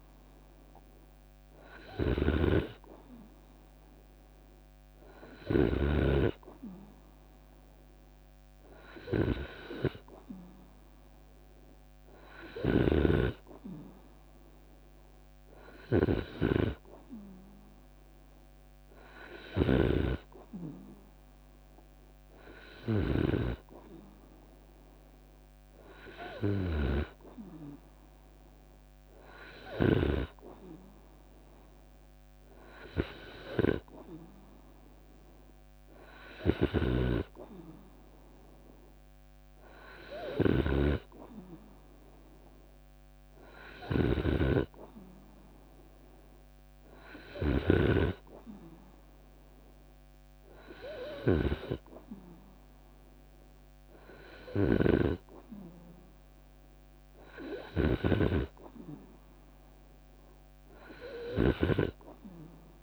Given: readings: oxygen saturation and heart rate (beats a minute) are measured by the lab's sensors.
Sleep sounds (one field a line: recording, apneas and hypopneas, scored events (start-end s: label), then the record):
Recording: breathing in sleep by a microphone on the trachea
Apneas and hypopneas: none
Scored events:
1.00-5.00 s: snoring (device-marked)
39.50-47.00 s: snoring (device-marked)
From the record:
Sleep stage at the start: N2 (light sleep)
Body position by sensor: on the right side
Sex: male